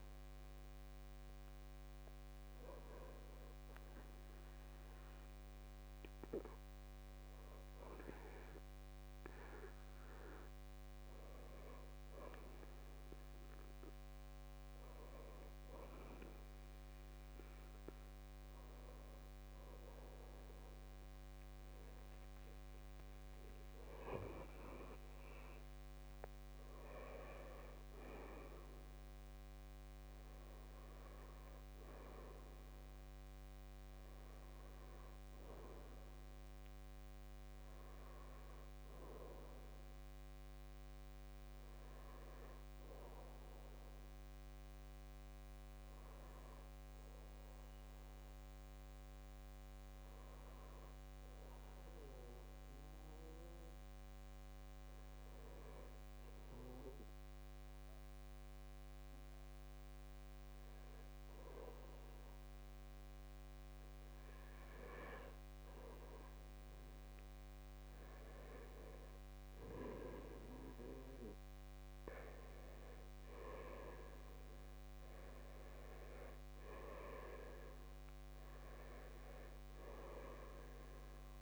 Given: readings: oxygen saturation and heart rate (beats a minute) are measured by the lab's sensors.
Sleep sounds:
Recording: breathing in sleep by a microphone on the trachea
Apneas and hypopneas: 2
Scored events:
0.00-8.00 s: oxygen desaturation (device-marked, oxygen 90% lowest, heart rate 62 extreme)
1.50-20.50 s: hypopnea (oxygen 92% before, 90% lowest, heart rate 66 before, 59 extreme, up 7 after)
22.50-26.50 s: arousal
49.50-67.00 s: obstructive apnea (oxygen 96% before, 89% lowest, heart rate 62 before, 56 extreme, up 6 after)
63.00-81.42 s: oxygen desaturation (device-marked, oxygen 95% before, 89% lowest, heart rate 57 before, 55 extreme)
67.00-72.00 s: arousal
From the record:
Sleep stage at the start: N2 (light sleep)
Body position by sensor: on the right side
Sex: male

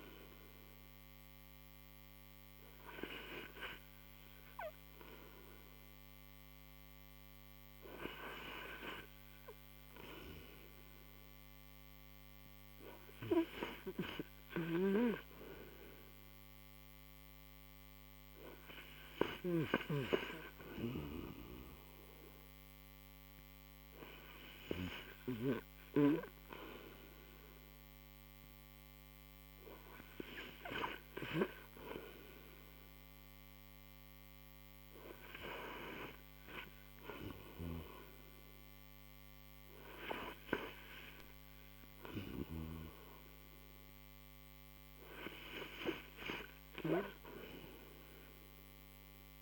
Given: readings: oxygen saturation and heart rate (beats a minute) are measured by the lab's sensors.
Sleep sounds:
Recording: breathing in sleep by a microphone on the trachea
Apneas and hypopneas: none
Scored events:
0.00-11.00 s: oxygen desaturation (device-marked, oxygen 86% lowest, heart rate 65 extreme)
34.00-36.00 s: tachycardia (device-marked, heart rate 73 before, 91 extreme)
From the record:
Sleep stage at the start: REM sleep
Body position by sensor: on the right side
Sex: male

